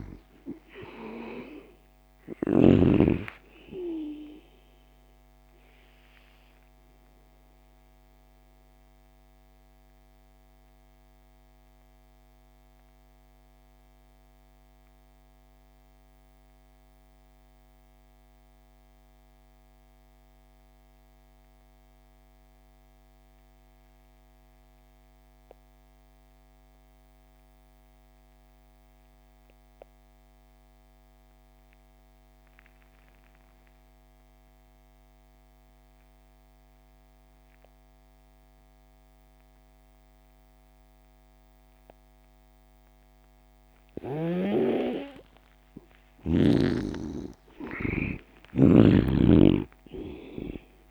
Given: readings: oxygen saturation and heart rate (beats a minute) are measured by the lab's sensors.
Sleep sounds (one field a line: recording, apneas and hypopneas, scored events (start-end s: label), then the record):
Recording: breathing in sleep by a microphone on the trachea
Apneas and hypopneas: 1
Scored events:
0.00-2.50 s: snoring (device-marked)
0.00-18.00 s: oxygen desaturation (device-marked, oxygen 75% lowest)
6.50-44.00 s: mixed apnea (oxygen 98% before, 70% lowest)
35.00-50.91 s: oxygen desaturation (device-marked, oxygen 97% before, 70% lowest)
45.50-50.50 s: arousal
From the record:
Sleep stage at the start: N2 (light sleep)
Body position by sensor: on the back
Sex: male